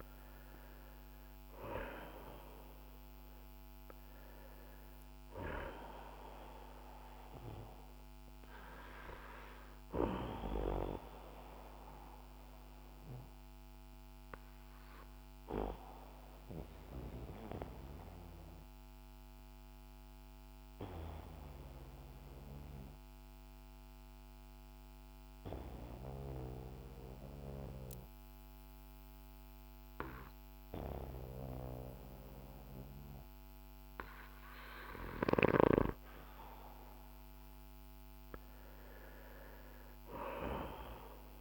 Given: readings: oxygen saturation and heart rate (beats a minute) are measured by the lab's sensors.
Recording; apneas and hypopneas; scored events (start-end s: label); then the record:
breathing in sleep by a microphone on the trachea; 1
0.00-2.00 s: arousal
0.00-27.00 s: oxygen desaturation (device-marked, oxygen 96% before, 91% lowest, heart rate 52 before, 47 extreme)
11.00-35.50 s: obstructive apnea (oxygen 96% before, 90% lowest, heart rate 56 before, 47 extreme, up 12 after)
37.50-41.41 s: arousal
From the record:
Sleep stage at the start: N2 (light sleep); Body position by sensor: on the back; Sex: male